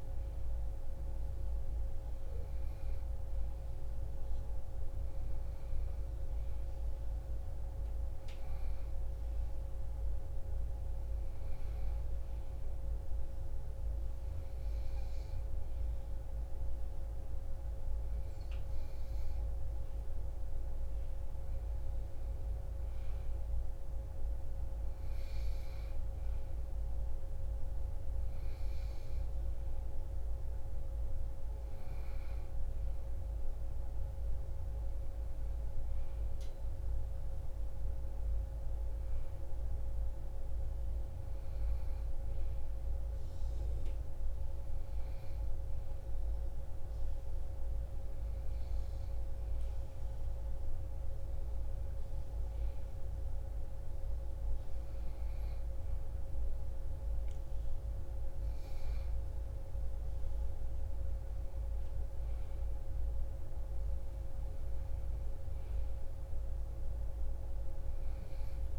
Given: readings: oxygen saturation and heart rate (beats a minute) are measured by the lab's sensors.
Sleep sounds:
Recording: breathing in sleep, hard to hear, by a room microphone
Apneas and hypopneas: 1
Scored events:
3.00-6.50 s: arousal
10.50-21.00 s: hypopnea (oxygen 96% before, 92% lowest)
23.00-26.00 s: arousal
From the record:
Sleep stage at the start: N2 (light sleep)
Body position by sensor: on the back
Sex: female

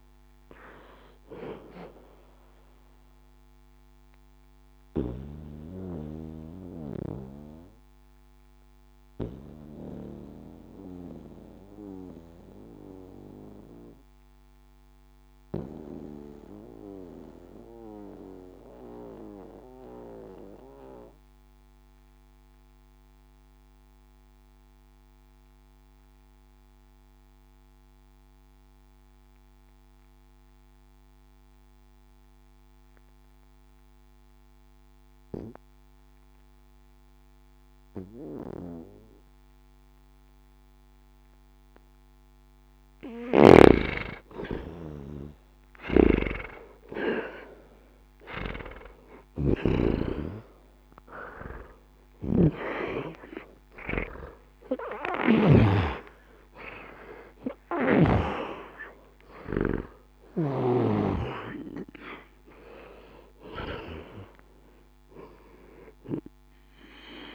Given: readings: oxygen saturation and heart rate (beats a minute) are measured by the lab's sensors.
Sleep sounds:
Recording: breathing in sleep by a microphone on the trachea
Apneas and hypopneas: 1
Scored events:
0.00-21.00 s: oxygen desaturation (device-marked, oxygen 76% lowest, heart rate 60 extreme)
4.50-41.50 s: mixed apnea (oxygen 94% before, 76% lowest, heart rate 69 before, 60 extreme, up 1 after)
42.00-67.35 s: oxygen desaturation (device-marked, oxygen 98% before, 79% lowest, heart rate 61 before, 60 extreme)
45.50-49.50 s: snoring (device-marked)
48.00-54.00 s: arousal
From the record:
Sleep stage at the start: N2 (light sleep)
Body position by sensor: on the back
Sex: male

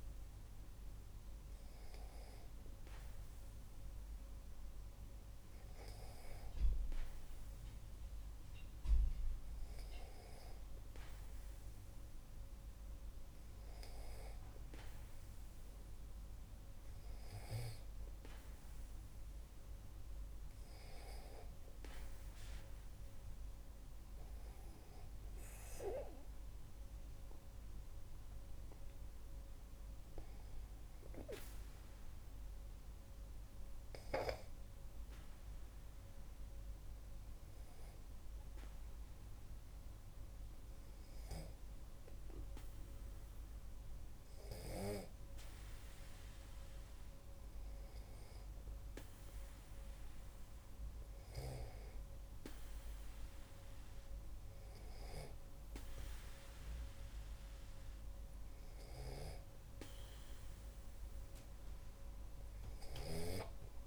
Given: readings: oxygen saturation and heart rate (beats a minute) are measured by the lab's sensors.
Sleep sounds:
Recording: breathing in sleep by a room microphone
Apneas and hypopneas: 1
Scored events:
25.50-30.00 s: arousal
37.00-48.00 s: hypopnea (oxygen 97% before, 96% lowest, heart rate 62 before, 45 extreme, up 5 after)
50.50-54.50 s: arousal
From the record:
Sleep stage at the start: N2 (light sleep)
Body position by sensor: on the back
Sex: male

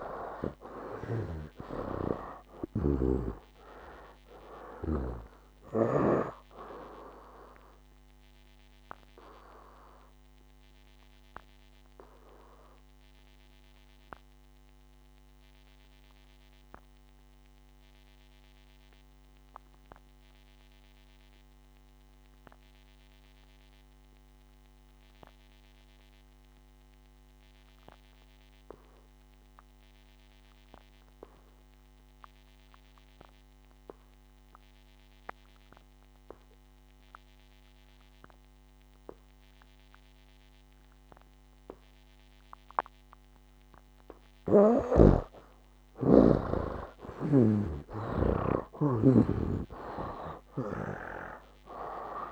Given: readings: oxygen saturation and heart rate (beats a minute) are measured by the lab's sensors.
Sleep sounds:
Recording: breathing in sleep by a microphone on the trachea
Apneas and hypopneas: 1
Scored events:
0.00-2.50 s: arousal
0.00-3.50 s: snoring (device-marked)
0.00-30.00 s: oxygen desaturation (device-marked, oxygen 70% lowest, heart rate 58 extreme)
7.50-45.00 s: obstructive apnea (oxygen 98% before, 70% lowest, heart rate 70 before, 58 extreme, up 16 after)
32.00-52.32 s: oxygen desaturation (device-marked, oxygen 99% before, 71% lowest, heart rate 63 before, 56 extreme)
45.00-52.32 s: snoring (device-marked)
47.00-51.50 s: arousal
From the record:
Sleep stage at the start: N2 (light sleep)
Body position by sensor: on the back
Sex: male

